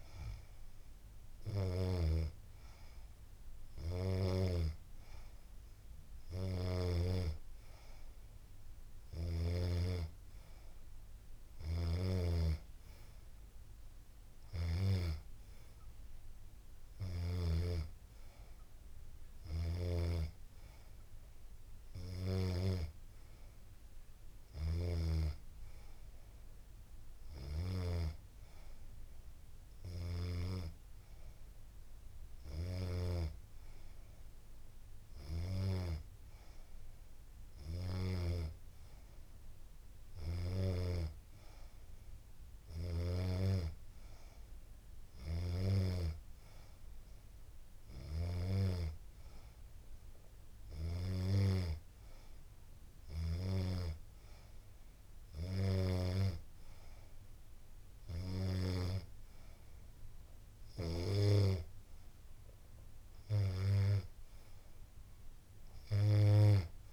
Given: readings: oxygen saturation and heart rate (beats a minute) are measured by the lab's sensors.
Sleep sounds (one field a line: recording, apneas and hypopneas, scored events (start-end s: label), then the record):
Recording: breathing in sleep by a room microphone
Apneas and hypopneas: none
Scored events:
none scored
From the record:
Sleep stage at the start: N2 (light sleep)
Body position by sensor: on the back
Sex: female